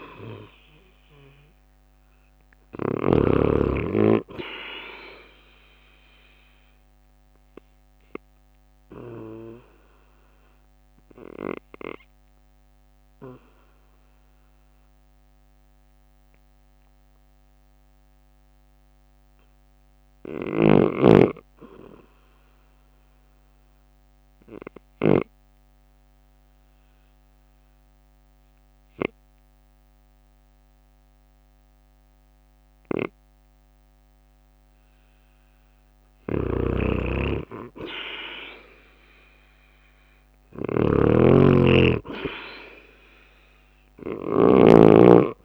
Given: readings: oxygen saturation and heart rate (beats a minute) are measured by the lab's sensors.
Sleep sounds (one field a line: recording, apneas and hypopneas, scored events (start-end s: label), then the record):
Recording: breathing in sleep by a microphone on the trachea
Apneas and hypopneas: 2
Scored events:
0.00-1.00 s: arousal
0.00-3.00 s: snoring (device-marked)
3.50-14.50 s: drop in pulse transit time (device-marked, heart rate 55 before, 53 extreme)
5.00-17.50 s: obstructive apnea (oxygen 98% before, 93% lowest, heart rate 55 before, 52 extreme, up 2 after)
19.00-21.50 s: arousal
24.00-36.00 s: obstructive apnea (oxygen 98% before, 93% lowest, heart rate 55 before, 52 extreme, up 8 after)
29.50-42.50 s: oxygen desaturation (device-marked, oxygen 98% before, 94% lowest, heart rate 54 before, 52 extreme)
39.50-43.50 s: arousal
40.00-44.50 s: snoring (device-marked)
40.50-45.45 s: drop in pulse transit time (device-marked, heart rate 55 before, 52 extreme)
From the record:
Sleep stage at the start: N2 (light sleep)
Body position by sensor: on the right side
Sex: male